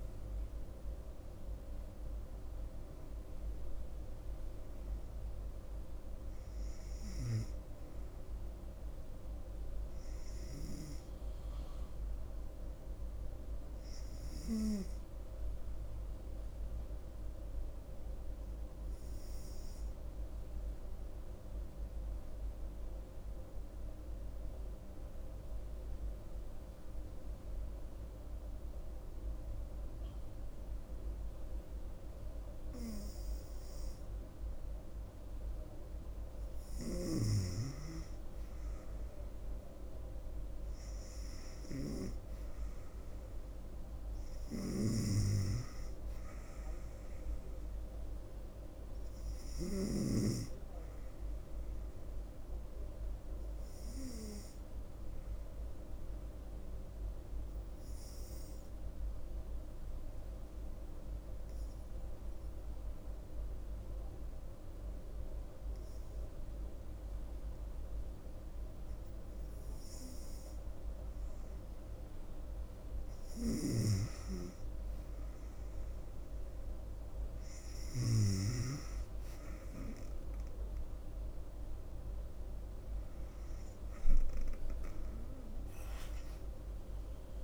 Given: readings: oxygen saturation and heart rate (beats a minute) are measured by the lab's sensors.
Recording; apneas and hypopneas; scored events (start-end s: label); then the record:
breathing in sleep by a room microphone; 2
0.00-1.50 s: arousal
0.00-12.00 s: oxygen desaturation (device-marked, oxygen 94% lowest, heart rate 66 extreme)
20.00-35.00 s: obstructive apnea (oxygen 97% before, 94% lowest, heart rate 72 before, 68 extreme, up 3 after)
38.50-41.50 s: arousal
39.00-61.00 s: oxygen desaturation (device-marked, oxygen 98% before, 94% lowest, heart rate 69 before, 67 extreme)
54.00-72.50 s: hypopnea (oxygen 98% before, 94% lowest, heart rate 70 before, 67 extreme, up 3 after)
76.00-78.50 s: arousal
From the record:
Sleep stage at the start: N2 (light sleep); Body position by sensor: on the right side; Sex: female